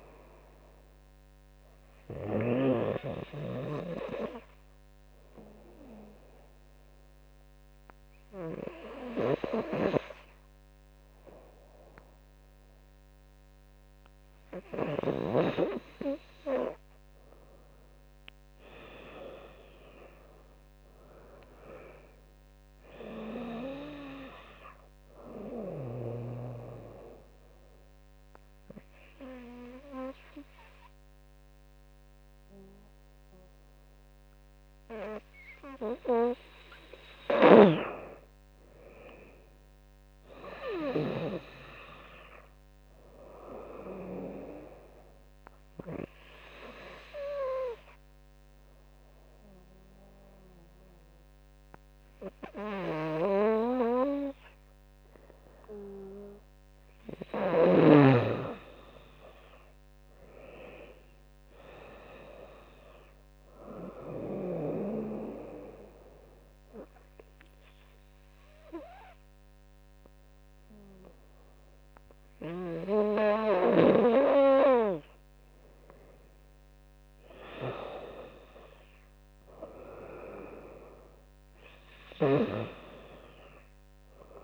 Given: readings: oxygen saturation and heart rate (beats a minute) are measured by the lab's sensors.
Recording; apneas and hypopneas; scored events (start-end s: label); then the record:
breathing in sleep by a microphone on the trachea; 4
1.50-14.50 s: obstructive apnea (oxygen 97% before, 92% lowest, heart rate 82 before, 74 extreme, up 15 after)
9.50-15.50 s: snoring (device-marked)
16.00-19.00 s: arousal
18.50-29.50 s: drop in pulse transit time (device-marked, heart rate 78 before, 82 extreme)
20.50-33.50 s: oxygen desaturation (device-marked, oxygen 96% before, 92% lowest, heart rate 78 before, 74 extreme)
25.50-37.00 s: obstructive apnea (oxygen 97% before, 92% lowest, heart rate 80 before, 74 extreme, up 7 after)
37.50-41.50 s: snoring (device-marked)
38.00-41.50 s: arousal
40.50-49.50 s: drop in pulse transit time (device-marked, heart rate 83 before, 76 extreme)
44.50-56.50 s: obstructive apnea (oxygen 97% before, 93% lowest, heart rate 82 before, 74 extreme, up 11 after)
57.50-61.50 s: arousal
59.50-68.50 s: drop in pulse transit time (device-marked, heart rate 78 before, 77 extreme)
65.00-77.00 s: obstructive apnea (oxygen 97% before, 93% lowest, heart rate 78 before, 77 extreme, up 7 after)
78.50-81.50 s: arousal
82.00-84.44 s: snoring (device-marked)
From the record:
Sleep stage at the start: N2 (light sleep); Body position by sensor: on the right side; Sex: female